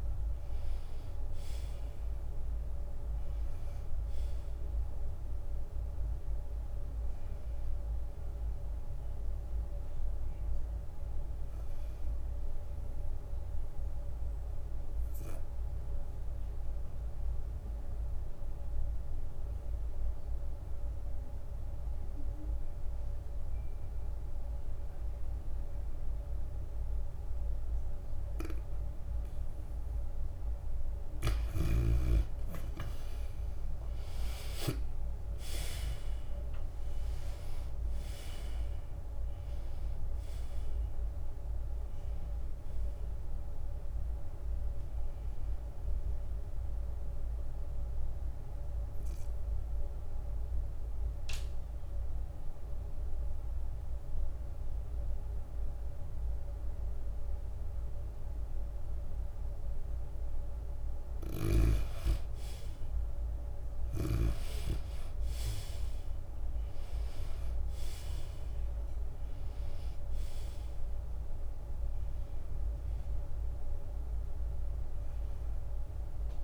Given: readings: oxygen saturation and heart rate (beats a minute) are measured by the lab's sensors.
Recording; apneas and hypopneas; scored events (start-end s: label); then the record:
breathing in sleep, hard to hear, by a room microphone; 2
0.00-1.50 s: arousal
0.00-20.50 s: oxygen desaturation (device-marked, oxygen 78% lowest, heart rate 88 extreme)
0.50-16.50 s: drop in pulse transit time (device-marked, heart rate 91 before, 94 extreme)
16.50-31.50 s: obstructive apnea (oxygen 97% before, 78% lowest, heart rate 97 before, 88 extreme, up 10 after)
28.50-62.50 s: oxygen desaturation (device-marked, oxygen 96% before, 78% lowest, heart rate 93 before, 89 extreme)
34.00-39.00 s: arousal
38.50-53.50 s: drop in pulse transit time (device-marked, heart rate 90 before, 96 extreme)
49.00-62.50 s: obstructive apnea (oxygen 96% before, 78% lowest, heart rate 95 before, 89 extreme, up 6 after)
64.50-68.50 s: arousal
70.50-76.44 s: drop in pulse transit time (device-marked, heart rate 93 before, 96 extreme)
70.50-76.44 s: oxygen desaturation (device-marked, oxygen 95% before, 81% lowest, heart rate 93 before, 84 extreme)
From the record:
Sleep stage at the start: N2 (light sleep); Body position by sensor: on the back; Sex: female